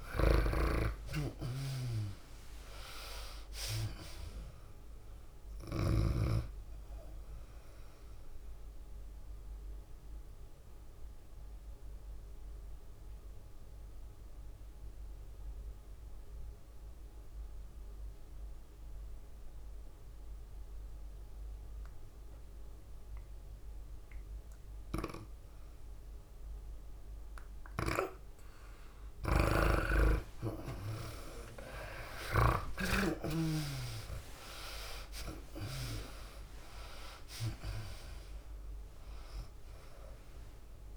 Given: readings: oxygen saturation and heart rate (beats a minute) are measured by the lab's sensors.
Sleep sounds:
breathing in sleep by a room microphone; 1
0.00-2.00 s: long interval between heartbeats (device-marked, heart rate 107 before, 140 extreme)
0.00-9.00 s: tachycardia (device-marked, heart rate 142 extreme)
0.00-20.00 s: oxygen desaturation (device-marked, oxygen 84% lowest)
2.00-4.00 s: long interval between heartbeats (device-marked, heart rate 110 before, 125 extreme)
4.00-6.00 s: long interval between heartbeats (device-marked, heart rate 113 before, 139 extreme)
9.00-15.00 s: bradycardia (device-marked)
9.00-27.00 s: obstructive apnea (oxygen 96% before, 80% lowest)
15.00-33.00 s: tachycardia (device-marked, heart rate 105 before, 138 extreme)
16.00-18.00 s: long interval between heartbeats (device-marked, heart rate 109 before, 47 extreme)
19.00-21.00 s: long interval between heartbeats (device-marked, heart rate 104 before, 137 extreme)
21.50-23.50 s: long interval between heartbeats (device-marked, heart rate 105 before, 123 extreme)
25.00-27.00 s: long interval between heartbeats (device-marked, heart rate 103 before, 114 extreme)
26.00-40.97 s: oxygen desaturation (device-marked, oxygen 96% before, 80% lowest)
28.50-30.50 s: long interval between heartbeats (device-marked, heart rate 99 before, 127 extreme)
30.00-33.50 s: snoring (device-marked)
31.00-33.00 s: long interval between heartbeats (device-marked, heart rate 98 before, 126 extreme)
32.00-36.00 s: arousal
33.00-35.00 s: long interval between heartbeats (device-marked, heart rate 103 before, 116 extreme)
35.00-37.00 s: long interval between heartbeats (device-marked, heart rate 113 before, 89 extreme)
37.50-39.50 s: long interval between heartbeats (device-marked, heart rate 119 before, 96 extreme)
From the record:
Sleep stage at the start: N2 (light sleep); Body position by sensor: on the back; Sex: female

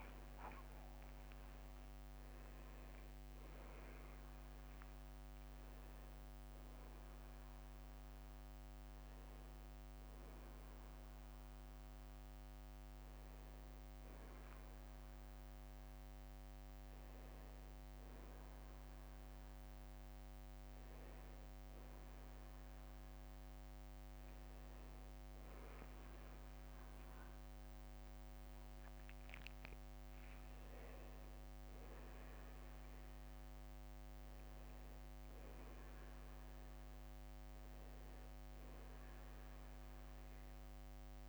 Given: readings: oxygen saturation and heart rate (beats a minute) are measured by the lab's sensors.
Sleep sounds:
a person awake in a sleep study, hard to hear, by a microphone on the trachea; none
36.50-38.50 s: long interval between heartbeats (device-marked, heart rate 60 before, 60 extreme)
From the record:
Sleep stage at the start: awake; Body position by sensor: on the right side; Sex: male

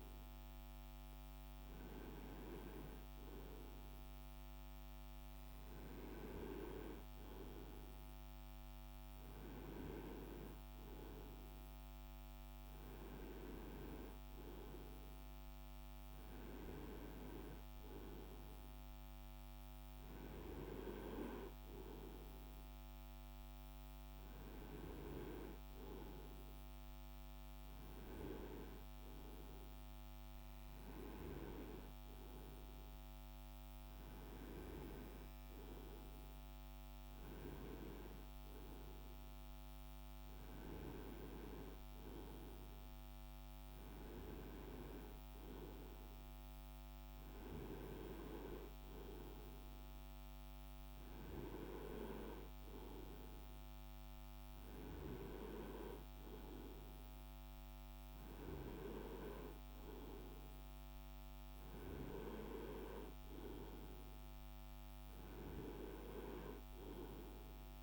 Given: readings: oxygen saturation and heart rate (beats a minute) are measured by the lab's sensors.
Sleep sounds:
breathing in sleep by a microphone on the trachea; none
none scored
From the record:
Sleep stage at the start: N2 (light sleep); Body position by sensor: on the right side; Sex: male

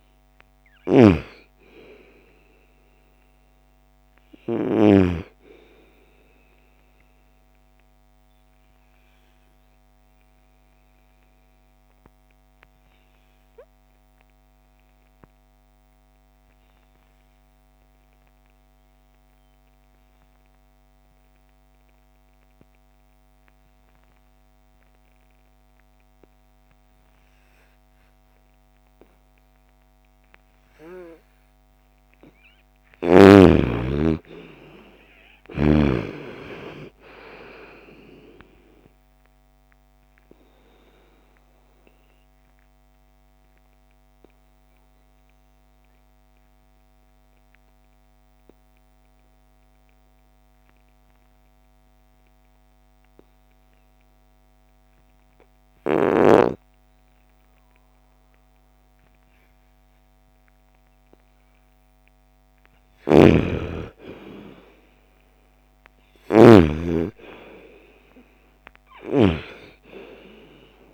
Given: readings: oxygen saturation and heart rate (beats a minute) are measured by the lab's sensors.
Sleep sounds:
breathing in sleep by a microphone on the trachea; 2
0.00-4.50 s: snoring (device-marked)
0.00-13.50 s: oxygen desaturation (device-marked, oxygen 88% lowest, heart rate 48 extreme)
6.50-30.50 s: obstructive apnea (oxygen 99% before, 81% lowest, heart rate 66 before, 48 extreme, up 22 after)
25.50-53.50 s: oxygen desaturation (device-marked, oxygen 98% before, 81% lowest, heart rate 57 before, 50 extreme)
32.50-36.00 s: arousal
40.00-60.50 s: obstructive apnea (oxygen 98% before, 81% lowest, heart rate 56 before, 47 extreme, up 3 after)
62.00-66.00 s: snoring (device-marked)
62.50-66.00 s: arousal
62.50-70.94 s: oxygen desaturation (device-marked, oxygen 97% before, 88% lowest, heart rate 57 before, 47 extreme)
From the record:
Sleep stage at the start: N2 (light sleep); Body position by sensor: on the right side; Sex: female

